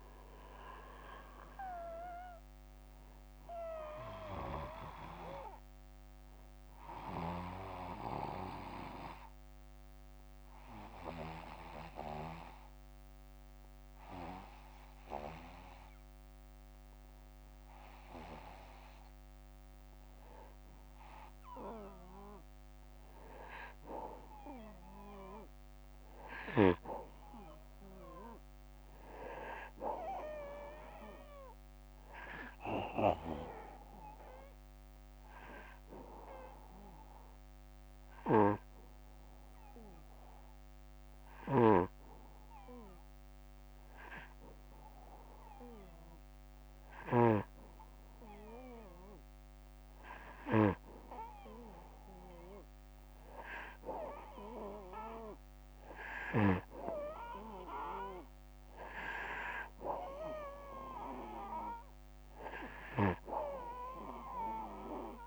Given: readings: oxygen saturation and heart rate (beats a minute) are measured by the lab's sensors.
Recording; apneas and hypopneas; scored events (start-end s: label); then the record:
breathing in sleep by a microphone on the trachea; 2
6.00-18.50 s: obstructive apnea (oxygen 96% before, 92% lowest, heart rate 64 before, 59 extreme, up 5 after)
25.00-28.50 s: arousal
33.00-51.00 s: hypopnea (oxygen 97% before, 92% lowest, heart rate 62 before, 61 extreme, up 2 after)
36.50-50.50 s: oxygen desaturation (device-marked, oxygen 97% before, 93% lowest, heart rate 63 before, 61 extreme)
54.50-58.00 s: arousal
From the record:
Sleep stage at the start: N2 (light sleep); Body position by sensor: on the back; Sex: male